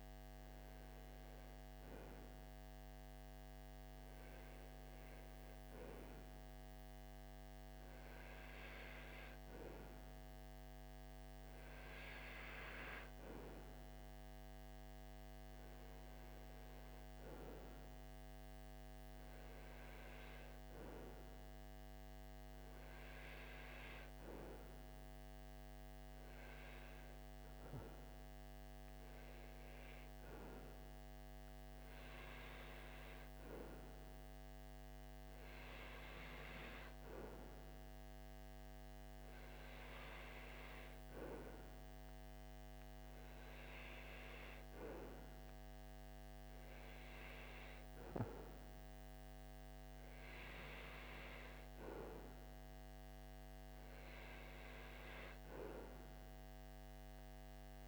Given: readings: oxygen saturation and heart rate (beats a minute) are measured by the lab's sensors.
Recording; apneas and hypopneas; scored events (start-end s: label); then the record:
breathing in sleep by a microphone on the trachea; none
none scored
From the record:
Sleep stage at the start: REM sleep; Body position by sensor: on the right side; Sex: male